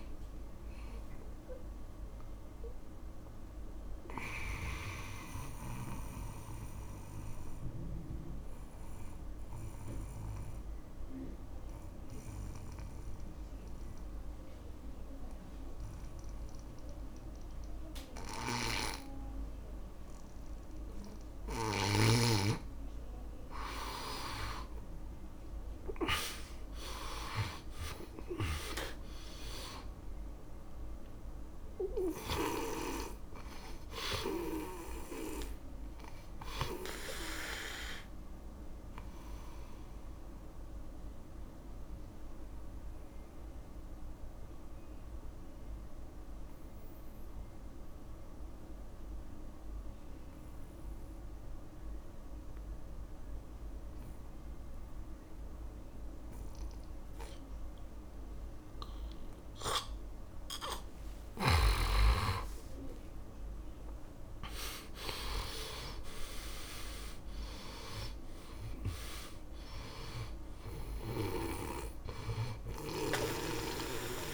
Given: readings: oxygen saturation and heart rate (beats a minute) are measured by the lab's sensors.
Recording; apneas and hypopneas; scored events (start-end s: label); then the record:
breathing in sleep by a room microphone; 2
0.00-15.50 s: oxygen desaturation (device-marked, oxygen 79% lowest, heart rate 48 extreme)
5.50-22.50 s: mixed apnea (oxygen 100% before, 79% lowest, heart rate 76 before, 62 extreme, up 10 after)
26.00-30.50 s: arousal
27.50-48.50 s: oxygen desaturation (device-marked, oxygen 100% before, 87% lowest, heart rate 68 before, 55 extreme)
39.00-60.50 s: mixed apnea (oxygen 100% before, 85% lowest, heart rate 72 before, 55 extreme, up 20 after)
59.50-74.34 s: oxygen desaturation (device-marked, oxygen 100% before, 85% lowest, heart rate 63 before, 53 extreme)
62.50-68.50 s: arousal
From the record:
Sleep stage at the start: N2 (light sleep); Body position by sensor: on the back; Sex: male